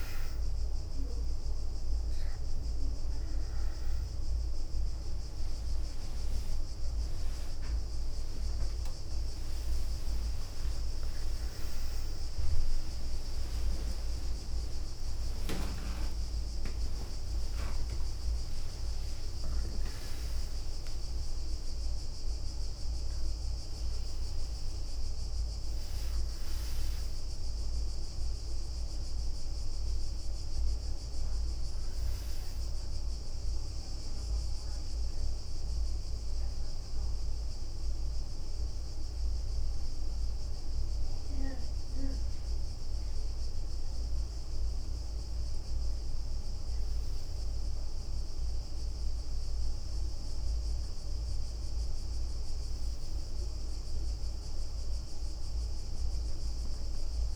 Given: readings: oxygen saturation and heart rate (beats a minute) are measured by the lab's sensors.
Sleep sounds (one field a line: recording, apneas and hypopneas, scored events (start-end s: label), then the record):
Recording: a person partly awake in a sleep study, hard to hear, by a room microphone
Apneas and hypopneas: 1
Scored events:
0.00-17.00 s: oxygen desaturation (device-marked, oxygen 91% lowest, heart rate 63 extreme)
7.00-17.00 s: tachycardia (device-marked, heart rate 64 before, 160 extreme)
11.50-13.50 s: long interval between heartbeats (device-marked, heart rate 73 before, 115 extreme)
13.50-15.50 s: long interval between heartbeats (device-marked, heart rate 80 before, 157 extreme)
17.00-19.00 s: long interval between heartbeats (device-marked, heart rate 96 before, 119 extreme)
23.00-57.36 s: new sleep stage, N1 (lightest sleep)
34.50-45.00 s: central apnea (oxygen 99% before, 95% lowest, heart rate 100 before, 60 extreme, up 10 after)
48.50-52.00 s: arousal
From the record:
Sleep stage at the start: awake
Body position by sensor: on the right side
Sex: female